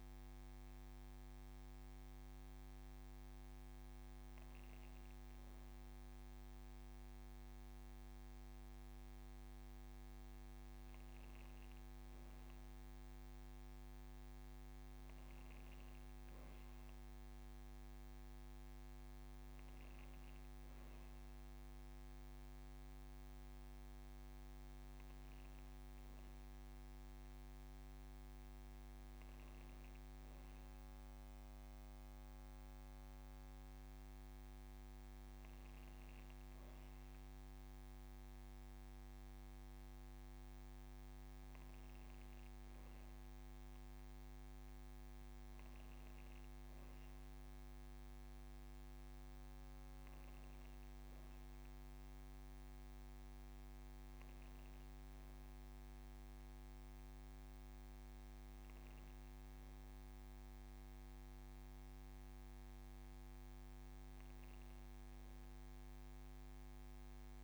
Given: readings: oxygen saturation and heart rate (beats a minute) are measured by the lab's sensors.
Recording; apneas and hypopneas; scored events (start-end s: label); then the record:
breathing in sleep, hard to hear, by a microphone on the trachea; none
22.50-27.00 s: arousal
From the record:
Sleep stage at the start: N1 (lightest sleep); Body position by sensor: on the back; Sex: female